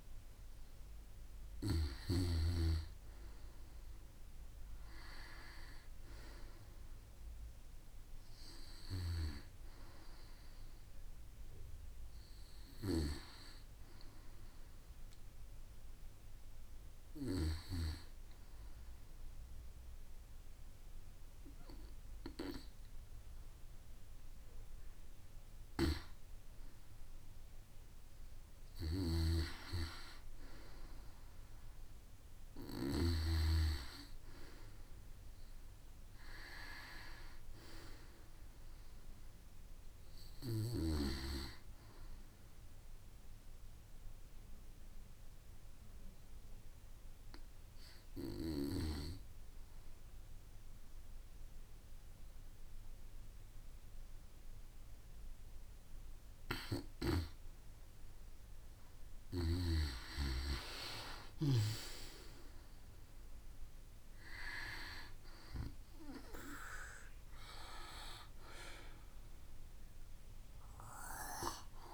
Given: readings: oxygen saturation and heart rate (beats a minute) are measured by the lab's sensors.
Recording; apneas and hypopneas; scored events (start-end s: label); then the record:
breathing in sleep by a room microphone; 2
5.00-21.00 s: oxygen desaturation (device-marked, oxygen 94% before, 90% lowest, heart rate 55 before, 37 extreme)
16.50-27.00 s: hypopnea (oxygen 94% before, 89% lowest, heart rate 55 before, 37 extreme, up 10 after)
29.00-33.50 s: snoring (device-marked)
30.50-34.00 s: arousal
44.00-56.00 s: hypopnea (oxygen 93% before, 89% lowest, heart rate 55 before, 40 extreme, up 17 after)
58.50-61.50 s: arousal
61.00-71.94 s: oxygen desaturation (device-marked, oxygen 94% before, 89% lowest)
From the record:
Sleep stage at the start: N2 (light sleep); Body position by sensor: on the back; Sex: female